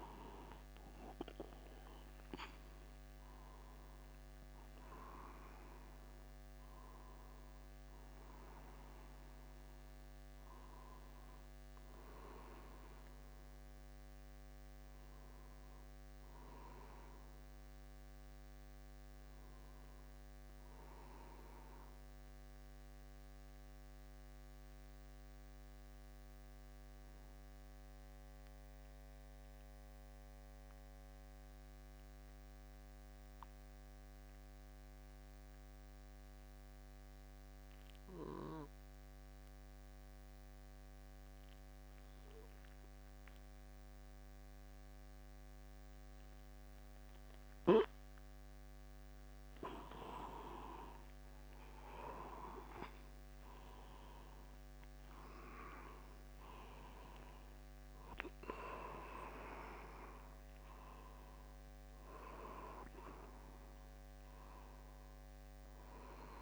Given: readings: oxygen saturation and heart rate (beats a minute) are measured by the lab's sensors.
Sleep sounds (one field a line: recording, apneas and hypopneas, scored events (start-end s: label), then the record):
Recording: breathing in sleep by a microphone on the trachea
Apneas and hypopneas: 1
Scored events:
0.00-3.00 s: arousal
22.00-48.50 s: mixed apnea (oxygen 97% before, 92% lowest, heart rate 50 before, 49 extreme, up 1 after)
55.00-61.00 s: arousal
From the record:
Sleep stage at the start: N2 (light sleep)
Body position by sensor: upright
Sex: male